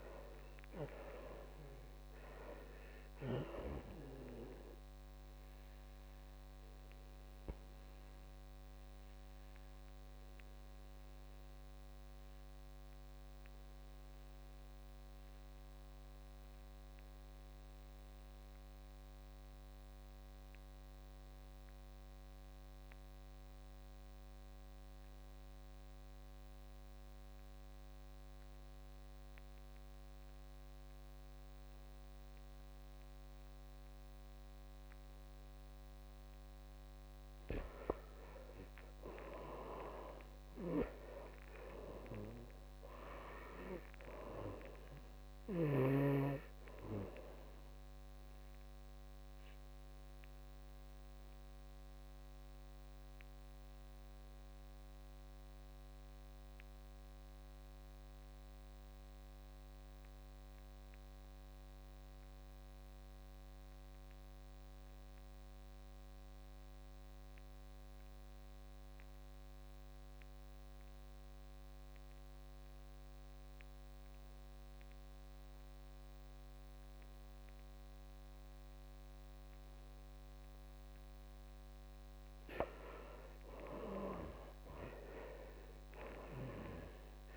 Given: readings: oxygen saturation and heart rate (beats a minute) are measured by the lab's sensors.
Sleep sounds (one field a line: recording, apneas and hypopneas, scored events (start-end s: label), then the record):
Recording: breathing in sleep by a microphone on the trachea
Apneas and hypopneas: 2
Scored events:
0.00-14.00 s: oxygen desaturation (device-marked, oxygen 73% lowest, heart rate 59 extreme)
5.00-36.50 s: obstructive apnea (oxygen 96% before, 73% lowest, heart rate 71 before, 55 extreme, up 11 after)
27.00-58.00 s: oxygen desaturation (device-marked, oxygen 99% before, 78% lowest, heart rate 61 before, 55 extreme)
38.00-42.50 s: arousal
48.00-81.00 s: obstructive apnea (oxygen 99% before, 75% lowest, heart rate 67 before, 55 extreme, up 9 after)
72.00-87.37 s: oxygen desaturation (device-marked, oxygen 99% before, 75% lowest, heart rate 59 before, 55 extreme)
83.00-86.50 s: arousal
From the record:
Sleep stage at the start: N2 (light sleep)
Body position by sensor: on the back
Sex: male